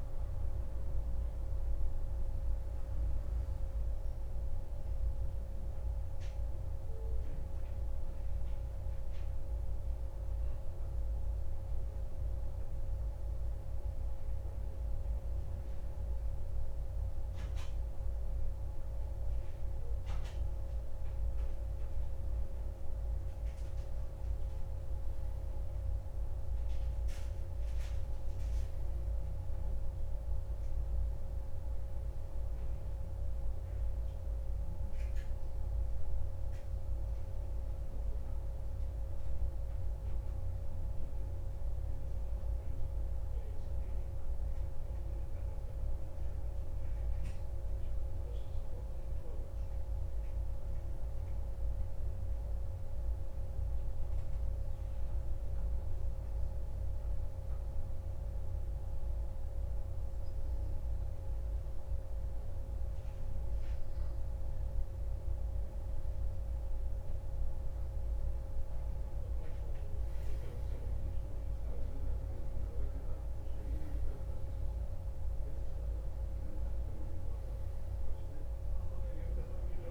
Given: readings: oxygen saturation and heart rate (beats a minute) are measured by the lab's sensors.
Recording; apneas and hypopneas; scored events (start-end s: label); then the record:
breathing in sleep, hard to hear, by a room microphone; 2
5.00-18.00 s: hypopnea (oxygen 97% before, 93% lowest)
20.00-25.00 s: arousal
42.00-62.50 s: hypopnea (oxygen 95% before, 93% lowest)
44.00-79.91 s: new sleep stage, N2 (light sleep)
65.00-69.50 s: arousal
From the record:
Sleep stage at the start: N1 (lightest sleep); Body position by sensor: on the back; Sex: male